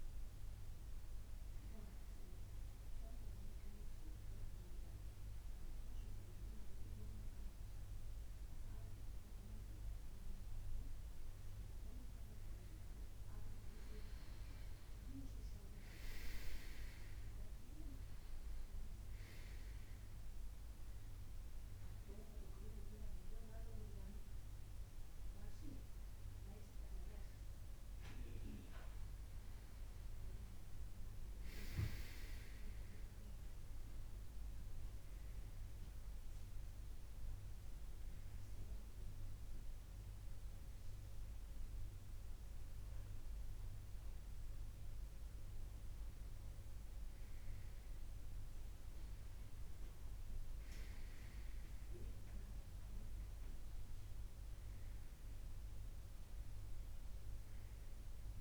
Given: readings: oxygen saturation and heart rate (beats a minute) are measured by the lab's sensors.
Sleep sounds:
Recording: breathing in sleep by a room microphone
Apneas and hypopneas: none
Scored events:
21.00-31.00 s: oxygen desaturation (device-marked, oxygen 96% before, 93% lowest, heart rate 80 before, 78 extreme)
From the record:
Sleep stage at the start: N1 (lightest sleep)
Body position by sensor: on the right side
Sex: male

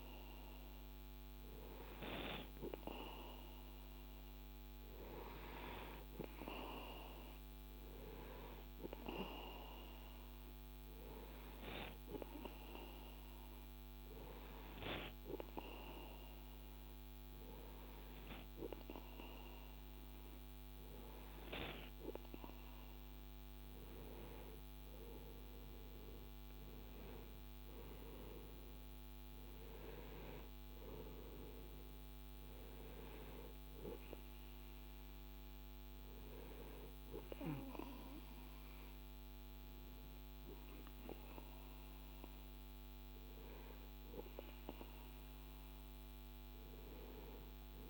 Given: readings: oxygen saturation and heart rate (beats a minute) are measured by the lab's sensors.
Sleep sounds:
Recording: breathing in sleep by a microphone on the trachea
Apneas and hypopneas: none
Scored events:
none scored
From the record:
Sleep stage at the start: N2 (light sleep)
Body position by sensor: on the right side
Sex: male

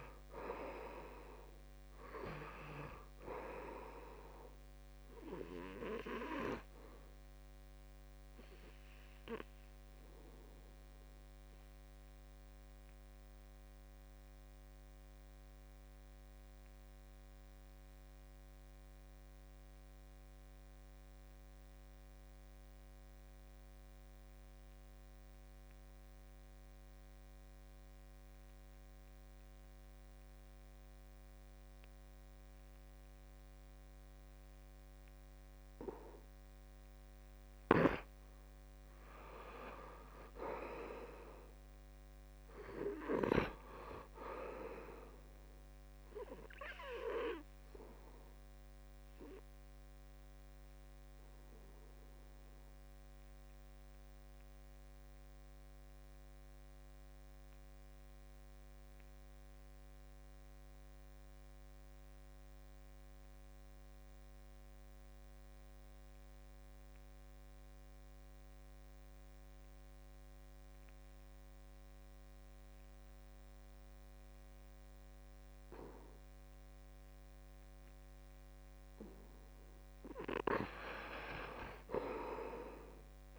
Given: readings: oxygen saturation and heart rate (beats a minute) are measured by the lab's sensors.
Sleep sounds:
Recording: breathing in sleep by a microphone on the trachea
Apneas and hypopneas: 2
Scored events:
0.00-25.00 s: oxygen desaturation (device-marked, oxygen 77% lowest, heart rate 64 extreme)
11.50-37.00 s: obstructive apnea (oxygen 95% before, 77% lowest, heart rate 74 before, 64 extreme, up 5 after)
35.00-63.00 s: oxygen desaturation (device-marked, oxygen 97% before, 79% lowest, heart rate 68 before, 64 extreme)
37.50-43.50 s: snoring (device-marked)
40.00-43.50 s: arousal
52.00-79.00 s: obstructive apnea (oxygen 97% before, 77% lowest, heart rate 72 before, 64 extreme, up 6 after)
69.00-83.39 s: oxygen desaturation (device-marked, oxygen 96% before, 77% lowest, heart rate 67 before, 63 extreme)
81.50-83.39 s: arousal
From the record:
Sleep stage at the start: N2 (light sleep)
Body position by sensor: on the back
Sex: male

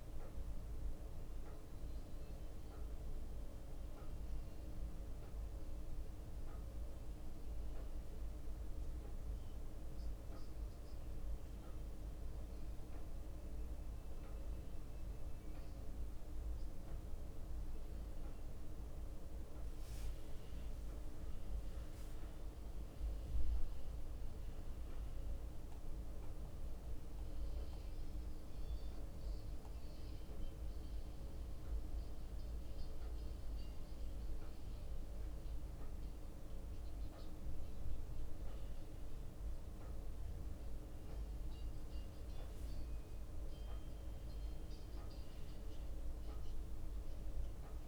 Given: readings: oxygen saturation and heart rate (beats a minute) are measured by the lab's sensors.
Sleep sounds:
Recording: a person awake in a sleep study, hard to hear, by a room microphone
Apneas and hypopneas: none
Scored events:
11.50-13.50 s: leg movement (device-marked)
15.50-19.00 s: leg movement (device-marked)
20.50-22.50 s: leg movement (device-marked)
26.50-36.50 s: leg movement (device-marked)
40.50-42.50 s: leg movement (device-marked)
From the record:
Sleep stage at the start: awake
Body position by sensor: on the back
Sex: male

